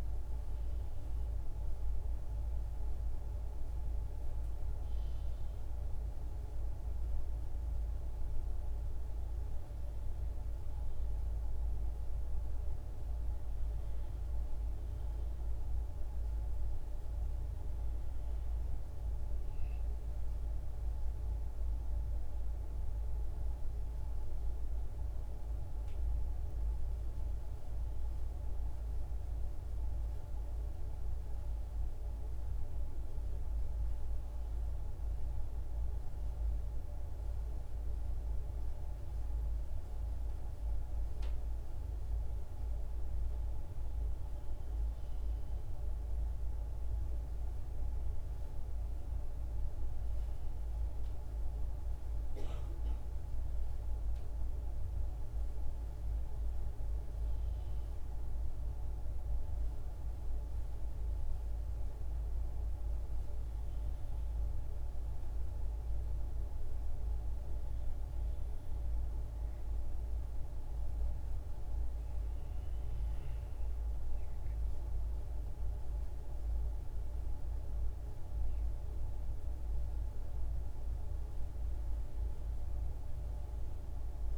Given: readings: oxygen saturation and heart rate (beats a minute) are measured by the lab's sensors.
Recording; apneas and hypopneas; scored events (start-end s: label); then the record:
breathing in sleep, hard to hear, by a room microphone; 2
26.50-31.00 s: arousal
34.00-44.00 s: obstructive apnea (oxygen 94% before, 91% lowest, heart rate 56 before, 53 extreme, up 5 after)
46.50-50.50 s: arousal
54.50-74.50 s: oxygen desaturation (device-marked, oxygen 95% before, 91% lowest, heart rate 55 before, 53 extreme)
60.00-70.00 s: hypopnea (oxygen 95% before, 91% lowest, heart rate 56 before, 53 extreme, up 4 after)
75.00-78.00 s: arousal
From the record:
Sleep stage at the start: N2 (light sleep); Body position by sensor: on the back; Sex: female